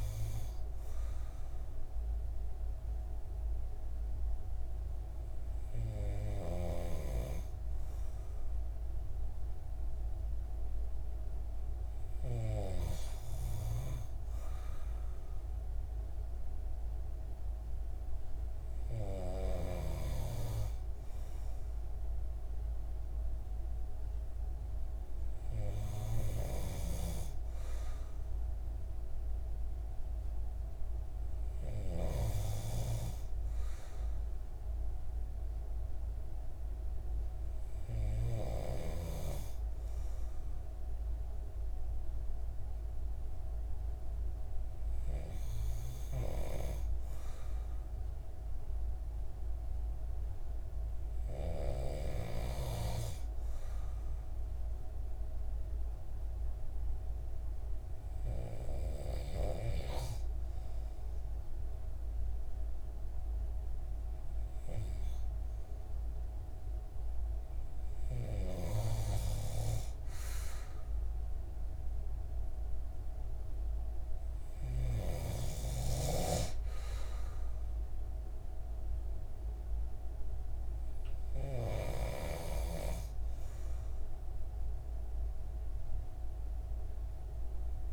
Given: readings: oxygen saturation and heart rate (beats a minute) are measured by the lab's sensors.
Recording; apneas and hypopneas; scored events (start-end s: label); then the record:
breathing in sleep by a room microphone; none
85.50-87.93 s: oxygen desaturation (device-marked, oxygen 95% before, 92% lowest)
From the record:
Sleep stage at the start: N2 (light sleep); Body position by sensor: on the right side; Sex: male